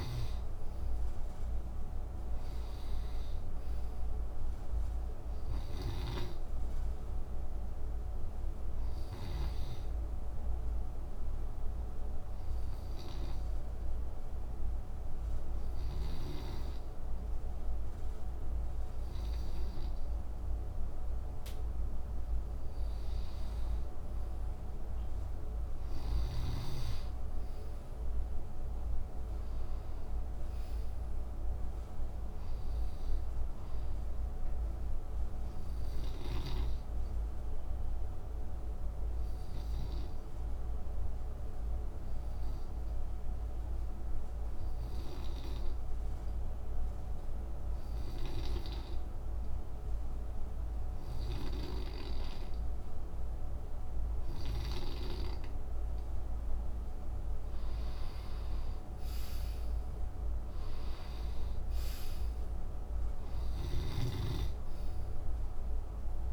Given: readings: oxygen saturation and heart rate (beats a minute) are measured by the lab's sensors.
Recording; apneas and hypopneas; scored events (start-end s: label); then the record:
breathing in sleep, hard to hear, by a room microphone; 2
0.00-2.50 s: arousal
0.00-16.50 s: oxygen desaturation (device-marked, oxygen 90% lowest, heart rate 58 extreme)
9.50-23.00 s: hypopnea (oxygen 95% before, 87% lowest, heart rate 64 before, 63 extreme, up 5 after)
25.50-30.00 s: arousal
28.50-37.50 s: oxygen desaturation (device-marked, oxygen 92% before, 89% lowest, heart rate 63 before, 63 extreme)
34.00-53.50 s: obstructive apnea (oxygen 92% before, 85% lowest, heart rate 65 before, 59 extreme, up 6 after)
54.50-66.33 s: oxygen desaturation (device-marked, oxygen 94% before, 87% lowest, heart rate 65 before, 59 extreme)
58.00-62.50 s: arousal
From the record:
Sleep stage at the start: N2 (light sleep); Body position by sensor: on the back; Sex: male